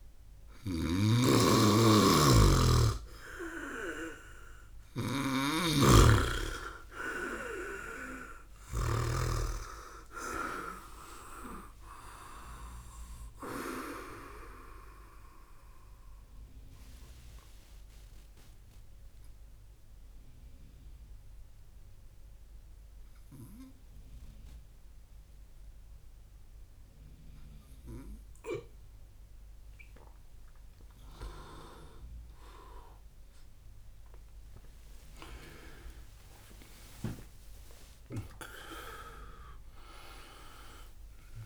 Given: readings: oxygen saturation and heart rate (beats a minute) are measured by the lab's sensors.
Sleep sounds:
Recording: a person partly awake in a sleep study, by a room microphone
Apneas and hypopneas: 1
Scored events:
5.00-13.50 s: snoring (device-marked)
14.50-29.50 s: obstructive apnea (oxygen 99% before, 96% lowest)
26.00-41.46 s: new sleep stage, awake
From the record:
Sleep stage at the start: N2 (light sleep)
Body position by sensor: on the right side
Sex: male

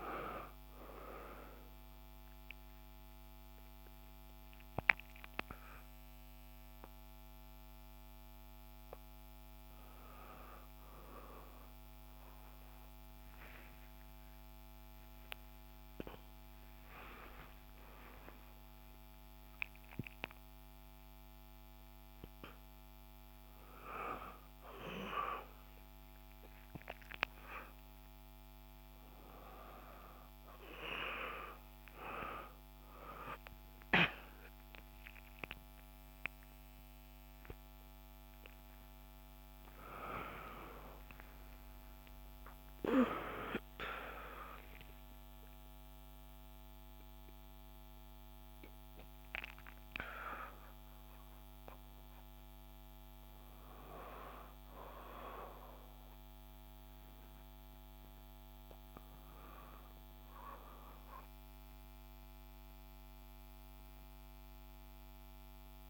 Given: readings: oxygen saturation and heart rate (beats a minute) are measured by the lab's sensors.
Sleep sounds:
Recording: breathing in sleep by a microphone on the trachea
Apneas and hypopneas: none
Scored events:
12.50-16.50 s: arousal
39.00-43.50 s: arousal
65.00-65.90 s: new sleep stage, N1 (lightest sleep)
From the record:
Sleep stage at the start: REM sleep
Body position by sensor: on the back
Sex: female

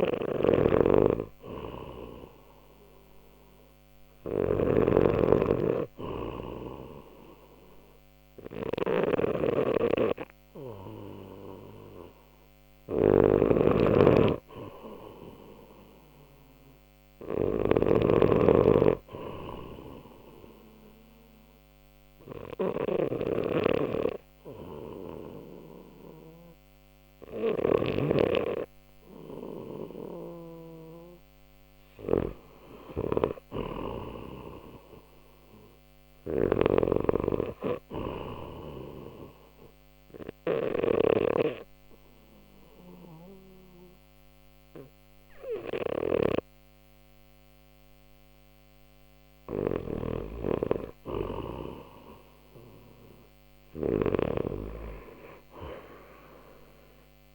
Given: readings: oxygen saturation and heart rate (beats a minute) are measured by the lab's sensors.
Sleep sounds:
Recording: breathing in sleep by a microphone on the trachea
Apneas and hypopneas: 2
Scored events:
0.00-12.50 s: oxygen desaturation (device-marked, oxygen 88% lowest, heart rate 62 extreme)
0.00-28.00 s: snoring (device-marked)
19.50-30.50 s: obstructive apnea (oxygen 91% before, 88% lowest, heart rate 64 before, 63 extreme, up 0 after)
28.50-57.35 s: new sleep stage, REM sleep
32.50-36.50 s: arousal
36.00-41.00 s: snoring (device-marked)
40.00-50.00 s: obstructive apnea (oxygen 91% before, 87% lowest, heart rate 64 before, 63 extreme, up 0 after)
49.50-57.35 s: snoring (device-marked)
50.50-57.35 s: oxygen desaturation (device-marked, oxygen 91% before, 88% lowest, heart rate 65 before, 61 extreme)
53.00-56.50 s: arousal
From the record:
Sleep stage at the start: N2 (light sleep)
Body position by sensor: on the left side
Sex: male

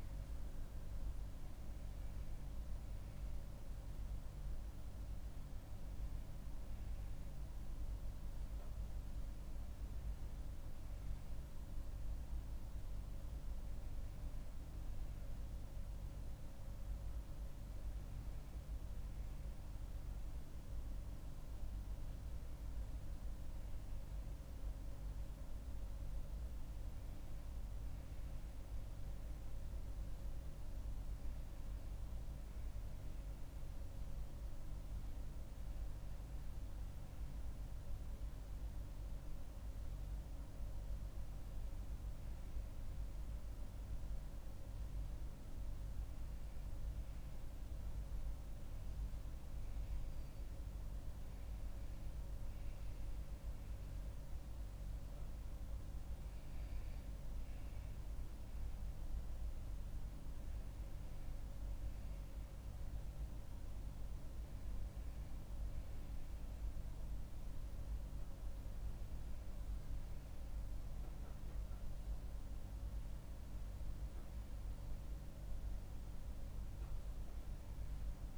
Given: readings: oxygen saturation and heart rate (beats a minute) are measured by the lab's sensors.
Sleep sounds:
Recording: breathing in sleep, hard to hear, by a room microphone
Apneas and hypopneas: none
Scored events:
none scored
From the record:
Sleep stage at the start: N1 (lightest sleep)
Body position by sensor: on the back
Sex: female

